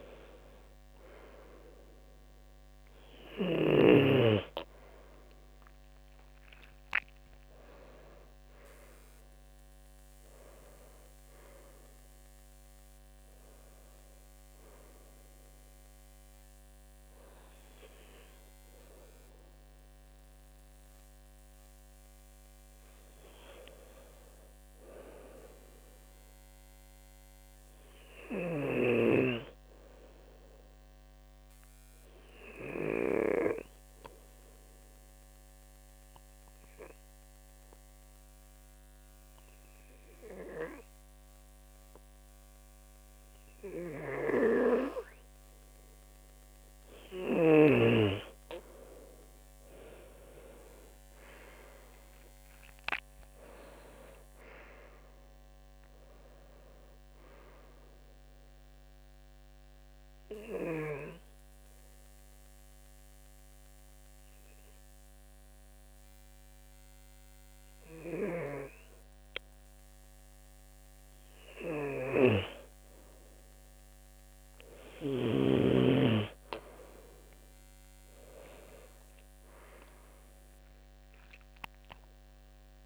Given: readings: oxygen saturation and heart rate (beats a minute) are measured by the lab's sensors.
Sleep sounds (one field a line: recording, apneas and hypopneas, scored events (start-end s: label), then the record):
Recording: breathing in sleep by a microphone on the trachea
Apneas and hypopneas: 2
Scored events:
0.00-3.50 s: snoring (device-marked)
0.00-5.00 s: arousal
31.50-45.00 s: obstructive apnea (oxygen 97% before, 91% lowest, heart rate 79 before, 65 extreme, up 15 after)
50.00-53.50 s: arousal
53.00-69.00 s: oxygen desaturation (device-marked, oxygen 95% before, 92% lowest, heart rate 68 before, 66 extreme)
59.00-71.50 s: obstructive apnea (oxygen 96% before, 91% lowest, heart rate 77 before, 66 extreme, up 7 after)
75.00-79.50 s: arousal
From the record:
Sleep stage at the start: N2 (light sleep)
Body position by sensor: on the left side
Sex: male